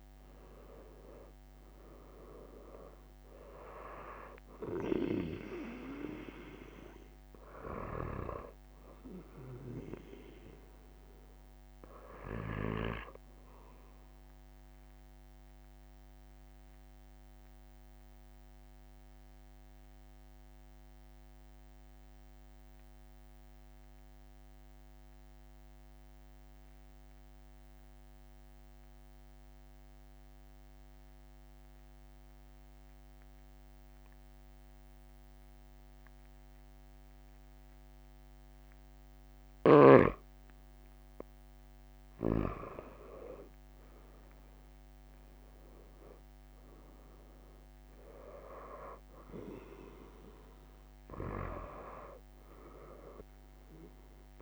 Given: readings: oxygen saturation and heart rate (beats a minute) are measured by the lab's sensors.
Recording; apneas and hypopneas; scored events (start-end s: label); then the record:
breathing in sleep by a microphone on the trachea; 1
0.50-29.50 s: oxygen desaturation (device-marked, oxygen 96% before, 91% lowest)
11.50-13.50 s: long interval between heartbeats (device-marked)
13.50-40.00 s: obstructive apnea (oxygen 97% before, 91% lowest)
36.00-38.00 s: long interval between heartbeats (device-marked, heart rate 44 before, 49 extreme)
40.00-42.00 s: long interval between heartbeats (device-marked, heart rate 47 before, 47 extreme)
41.50-46.00 s: arousal
45.00-47.00 s: long interval between heartbeats (device-marked, heart rate 47 before, 40 extreme)
45.50-54.42 s: oxygen desaturation (device-marked, oxygen 97% before, 91% lowest)
From the record:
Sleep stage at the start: N2 (light sleep); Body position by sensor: on the right side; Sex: male